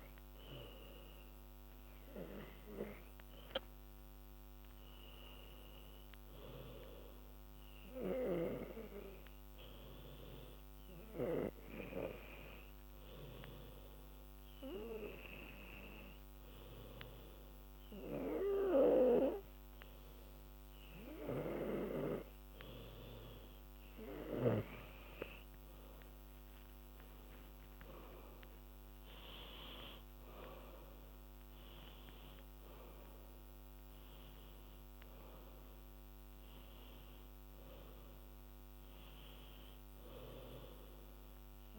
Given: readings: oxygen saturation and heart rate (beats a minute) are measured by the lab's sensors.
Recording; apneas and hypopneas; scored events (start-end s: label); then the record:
breathing in sleep by a microphone on the trachea; 1
0.00-3.00 s: arousal
7.50-25.00 s: hypopnea (oxygen 97% before, 95% lowest, heart rate 85 before, 81 extreme, up 12 after)
28.50-33.50 s: arousal
From the record:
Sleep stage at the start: N2 (light sleep); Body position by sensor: on the back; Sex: female